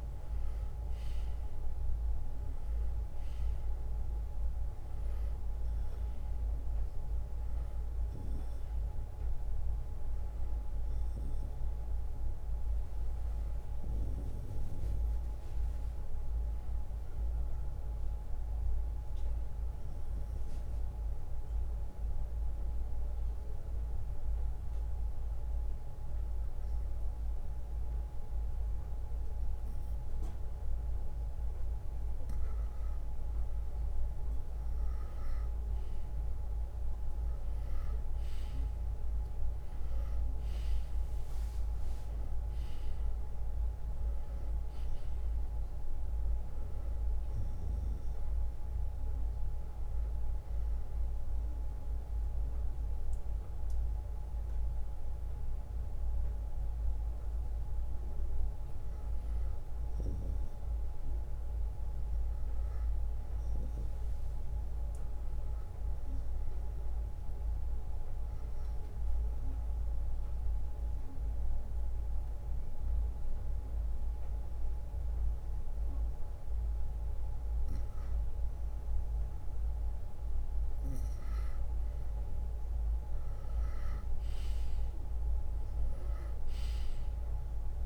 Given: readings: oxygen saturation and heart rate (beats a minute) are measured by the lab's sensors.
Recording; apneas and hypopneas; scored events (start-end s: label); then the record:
breathing in sleep, hard to hear, by a room microphone; 3
2.00-4.00 s: long interval between heartbeats (device-marked, heart rate 66 before, 80 extreme)
4.50-6.50 s: long interval between heartbeats (device-marked, heart rate 69 before, 86 extreme)
8.00-10.00 s: long interval between heartbeats (device-marked, heart rate 71 before, 89 extreme)
14.50-17.00 s: arousal
20.00-31.50 s: obstructive apnea (oxygen 97% before, 91% lowest, heart rate 78 before, 63 extreme, up 41 after)
22.50-32.50 s: drop in pulse transit time (device-marked, heart rate 77 before, 63 extreme)
32.50-87.86 s: new sleep stage, N2 (light sleep)
33.00-38.00 s: arousal
34.00-36.00 s: long interval between heartbeats (device-marked, heart rate 65 before, 69 extreme)
35.50-38.50 s: tachycardia (device-marked, heart rate 70 before, 99 extreme)
36.50-38.50 s: long interval between heartbeats (device-marked, heart rate 66 before, 95 extreme)
38.50-40.50 s: long interval between heartbeats (device-marked, heart rate 69 before, 104 extreme)
41.50-64.50 s: oxygen desaturation (device-marked, oxygen 96% before, 91% lowest, heart rate 75 before, 62 extreme)
43.00-45.00 s: long interval between heartbeats (device-marked, heart rate 76 before, 86 extreme)
49.00-51.00 s: long interval between heartbeats (device-marked, heart rate 81 before, 74 extreme)
49.50-59.50 s: obstructive apnea (oxygen 96% before, 90% lowest, heart rate 82 before, 62 extreme, up 0 after)
62.00-65.50 s: arousal
64.50-80.50 s: drop in pulse transit time (device-marked, heart rate 72 before, 62 extreme)
68.50-79.00 s: obstructive apnea (oxygen 97% before, 90% lowest, heart rate 69 before, 61 extreme, up 2 after)
84.00-87.50 s: arousal
From the record:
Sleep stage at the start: N1 (lightest sleep); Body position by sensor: on the right side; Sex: male